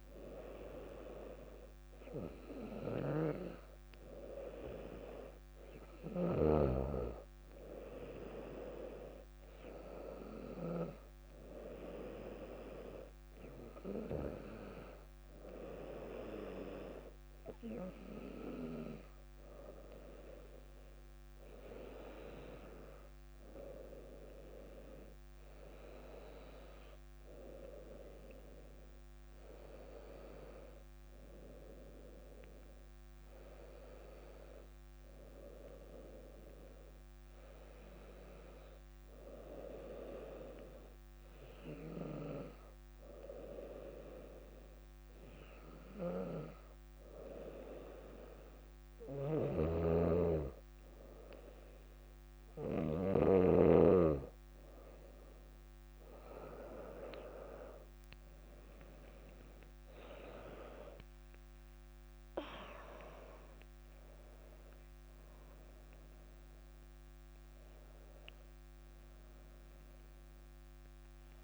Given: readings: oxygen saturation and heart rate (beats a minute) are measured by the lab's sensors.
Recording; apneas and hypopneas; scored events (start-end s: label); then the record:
breathing in sleep by a microphone on the trachea; 1
33.50-38.00 s: arousal
42.00-54.50 s: hypopnea (oxygen 96% before, 94% lowest, heart rate 59 before, 58 extreme, up 4 after)
49.50-53.50 s: snoring (device-marked)
62.00-66.50 s: arousal
From the record:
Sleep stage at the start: N2 (light sleep); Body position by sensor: on the back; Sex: female